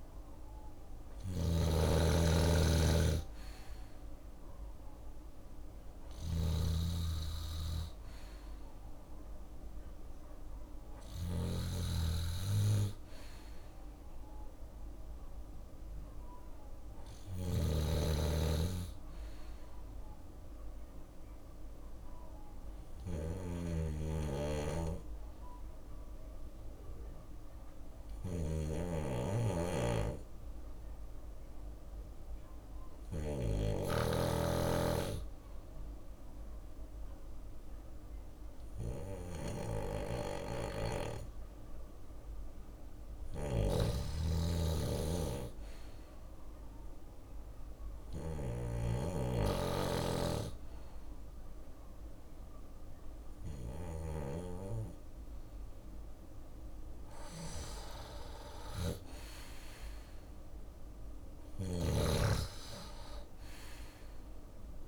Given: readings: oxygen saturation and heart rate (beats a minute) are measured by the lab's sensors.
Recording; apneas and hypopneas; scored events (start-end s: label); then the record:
breathing in sleep by a room microphone; 1
0.00-10.50 s: snoring (device-marked)
16.50-32.50 s: snoring (device-marked)
22.50-53.00 s: hypopnea (oxygen 97% before, 92% lowest, heart rate 63 before, 59 extreme, up 6 after)
39.50-53.50 s: snoring (device-marked)
55.00-59.00 s: arousal
56.50-64.88 s: drop in pulse transit time (device-marked, heart rate 62 before, 59 extreme)
58.50-64.88 s: oxygen desaturation (device-marked, oxygen 95% before, 92% lowest, heart rate 62 before, 59 extreme)
60.50-64.88 s: snoring (device-marked)
From the record:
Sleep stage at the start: N2 (light sleep); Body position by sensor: on the left side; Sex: male